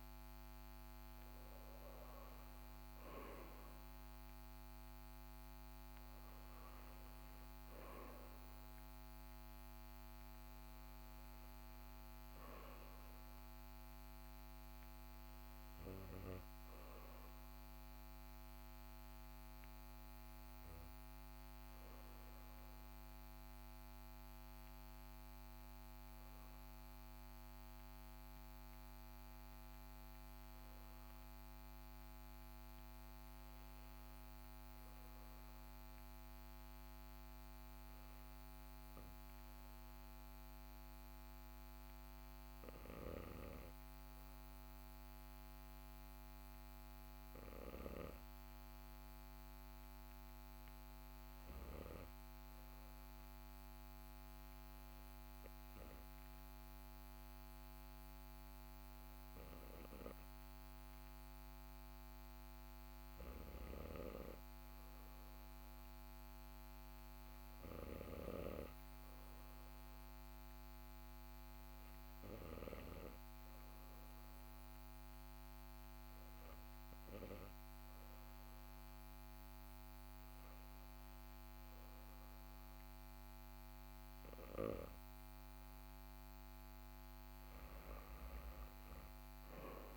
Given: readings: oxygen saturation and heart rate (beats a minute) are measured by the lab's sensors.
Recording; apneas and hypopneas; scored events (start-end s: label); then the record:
breathing in sleep by a microphone on the trachea; 1
24.50-85.50 s: hypopnea (oxygen 98% before, 90% lowest, heart rate 40 before, 38 extreme, up 1 after)
87.50-89.97 s: arousal
From the record:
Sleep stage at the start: REM sleep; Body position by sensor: on the back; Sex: male